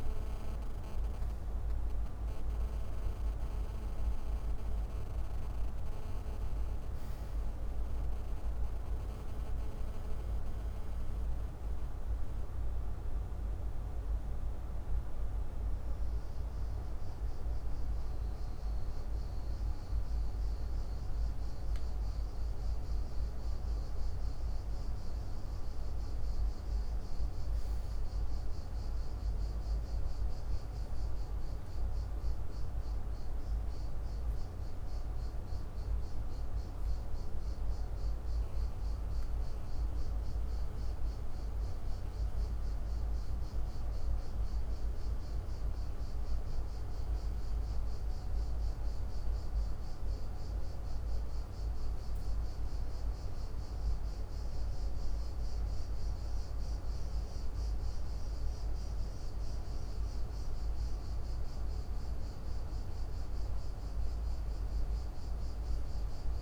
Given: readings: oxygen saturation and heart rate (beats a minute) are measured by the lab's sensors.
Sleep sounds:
a person awake in a sleep study, hard to hear, by a room microphone; none
none scored
From the record:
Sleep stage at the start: awake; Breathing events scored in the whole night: 78 in 6.0 hours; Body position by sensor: on the back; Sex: male

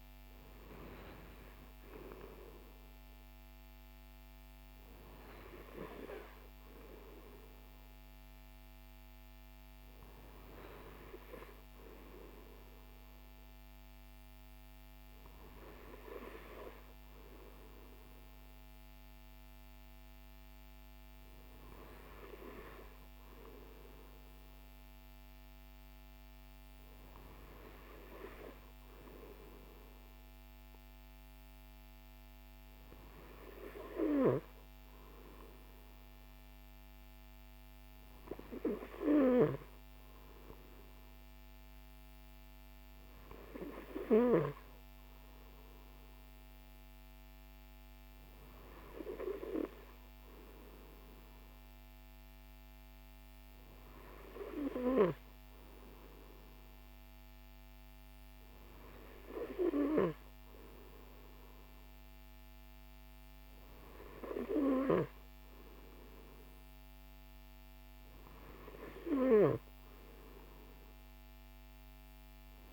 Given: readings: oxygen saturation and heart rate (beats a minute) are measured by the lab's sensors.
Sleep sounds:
breathing in sleep by a microphone on the trachea; none
none scored
From the record:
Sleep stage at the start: N2 (light sleep); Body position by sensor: on the right side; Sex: male

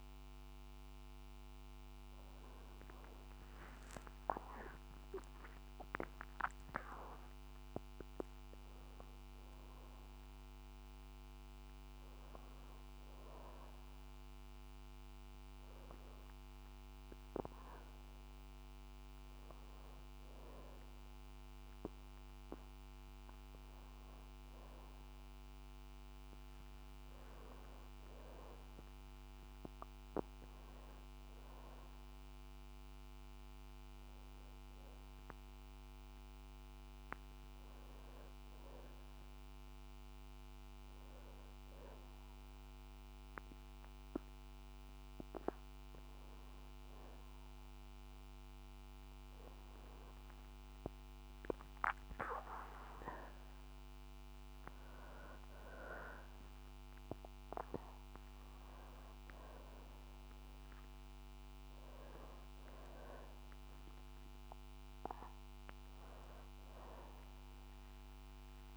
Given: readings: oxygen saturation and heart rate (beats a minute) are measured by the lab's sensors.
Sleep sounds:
breathing in sleep by a microphone on the trachea; 1
3.00-7.00 s: arousal
27.50-31.00 s: arousal
33.00-45.00 s: obstructive apnea (oxygen 93% before, 91% lowest, heart rate 65 before, 62 extreme, up 2 after)
47.00-51.00 s: arousal
From the record:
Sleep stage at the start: N2 (light sleep); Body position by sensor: on the back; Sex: female

